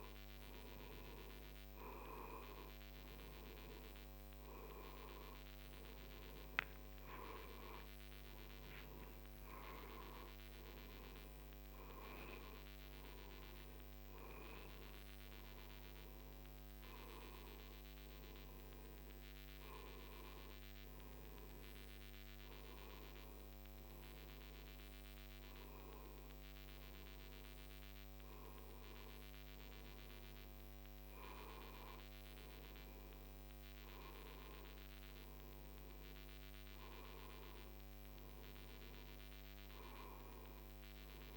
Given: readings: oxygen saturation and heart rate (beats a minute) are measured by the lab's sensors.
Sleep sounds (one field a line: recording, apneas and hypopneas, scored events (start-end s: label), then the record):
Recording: a person partly awake in a sleep study, by a microphone on the trachea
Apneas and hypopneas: none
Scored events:
11.00-41.00 s: new sleep stage, N1 (lightest sleep)
41.00-41.37 s: new sleep stage, N2 (light sleep)
From the record:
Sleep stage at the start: awake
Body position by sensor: on the right side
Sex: male